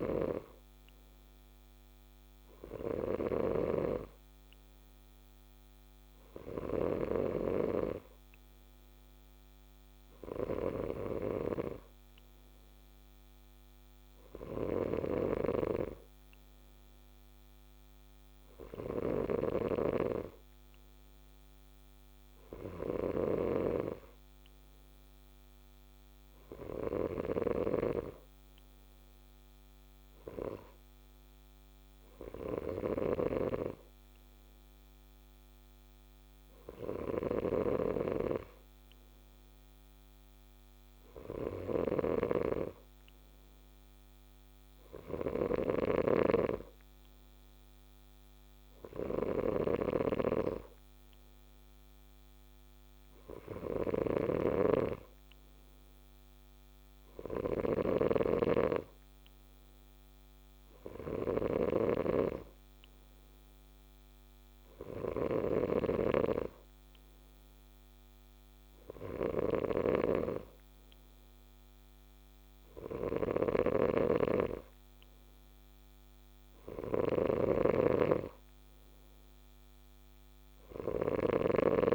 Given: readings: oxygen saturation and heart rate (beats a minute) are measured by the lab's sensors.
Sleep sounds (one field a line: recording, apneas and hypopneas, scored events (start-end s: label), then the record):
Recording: breathing in sleep by a microphone on the trachea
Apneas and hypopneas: none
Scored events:
0.00-7.00 s: snoring (device-marked)
14.50-81.95 s: snoring (device-marked)
From the record:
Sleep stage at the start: N2 (light sleep)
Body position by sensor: on the left side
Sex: male